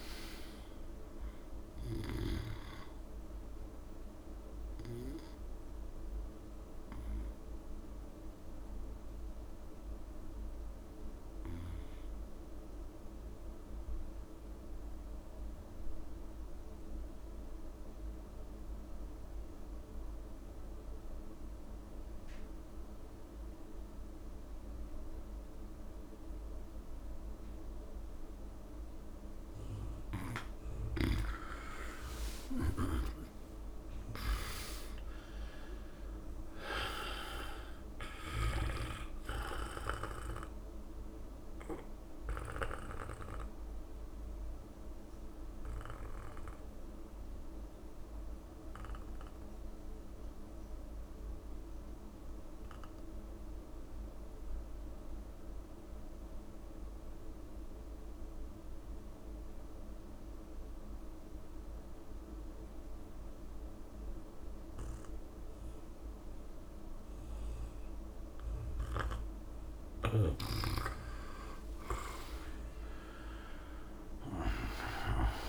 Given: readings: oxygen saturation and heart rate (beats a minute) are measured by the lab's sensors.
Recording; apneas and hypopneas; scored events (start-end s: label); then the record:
breathing in sleep by a room microphone; 2
0.00-14.00 s: oxygen desaturation (device-marked, oxygen 83% lowest, heart rate 65 extreme)
5.00-29.00 s: obstructive apnea (oxygen 99% before, 83% lowest, heart rate 74 before, 65 extreme, up 0 after)
29.00-54.00 s: oxygen desaturation (device-marked, oxygen 99% before, 86% lowest, heart rate 73 before, 67 extreme)
31.00-33.00 s: long interval between heartbeats (device-marked, heart rate 73 before, 65 extreme)
32.00-36.00 s: arousal
41.00-69.00 s: obstructive apnea (oxygen 99% before, 84% lowest, heart rate 72 before, 68 extreme, up 7 after)
67.00-75.49 s: oxygen desaturation (device-marked, oxygen 99% before, 84% lowest, heart rate 70 before, 70 extreme)
71.00-75.00 s: arousal
From the record:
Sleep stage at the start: N2 (light sleep); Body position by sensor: on the back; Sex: male